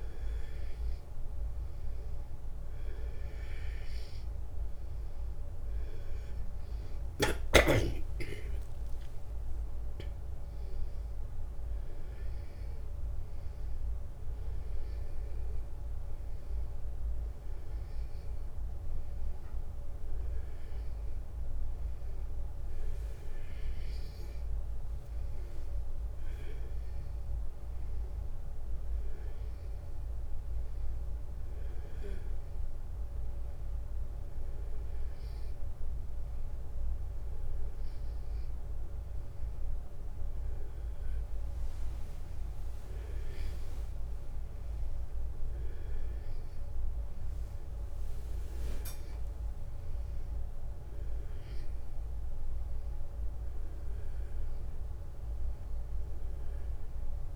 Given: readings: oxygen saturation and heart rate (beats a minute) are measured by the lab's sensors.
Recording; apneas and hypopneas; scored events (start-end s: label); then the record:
a person awake in a sleep study, hard to hear, by a room microphone; none
none scored
From the record:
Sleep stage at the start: awake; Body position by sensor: on the back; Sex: male